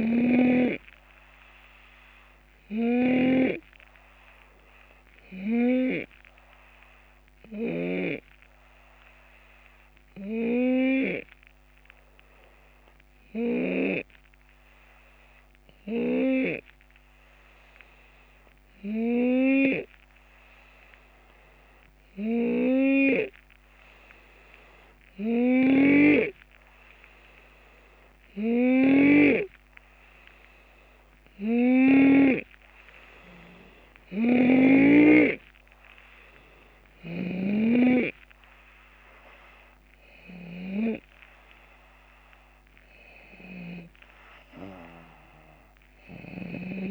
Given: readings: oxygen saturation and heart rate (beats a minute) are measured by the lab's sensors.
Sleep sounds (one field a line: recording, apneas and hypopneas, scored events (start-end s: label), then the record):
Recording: breathing in sleep by a microphone on the trachea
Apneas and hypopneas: 1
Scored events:
0.00-1.50 s: oxygen desaturation (device-marked, oxygen 91% lowest, heart rate 73 extreme)
0.00-3.50 s: drop in pulse transit time (device-marked, heart rate 75 extreme)
0.50-31.00 s: hypopnea (oxygen 94% before, 90% lowest, heart rate 74 before, 73 extreme, up 3 after)
7.50-13.50 s: snoring (device-marked)
25.50-32.00 s: snoring (device-marked)
36.50-46.50 s: snoring (device-marked)
38.50-46.91 s: drop in pulse transit time (device-marked, heart rate 75 before, 75 extreme)
40.00-43.50 s: arousal
From the record:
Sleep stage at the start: N2 (light sleep)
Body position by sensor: on the left side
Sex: male